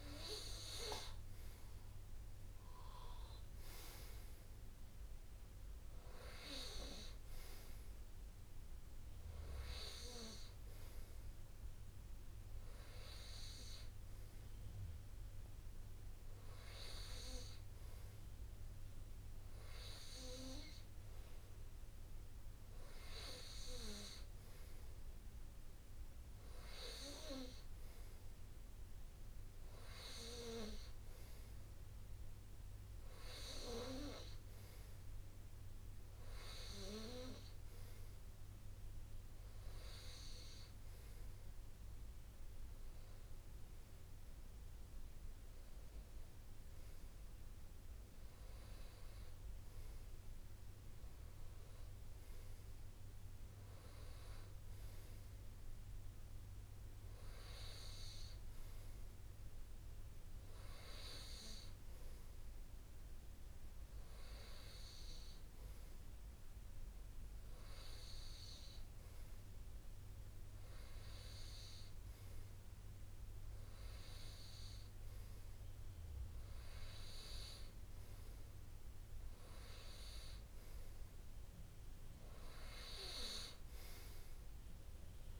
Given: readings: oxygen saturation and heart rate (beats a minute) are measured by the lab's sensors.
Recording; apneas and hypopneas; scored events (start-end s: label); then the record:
breathing in sleep by a room microphone; none
32.50-34.50 s: long interval between heartbeats (device-marked, heart rate 69 before, 72 extreme)
From the record:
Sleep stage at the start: N2 (light sleep); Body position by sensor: on the right side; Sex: male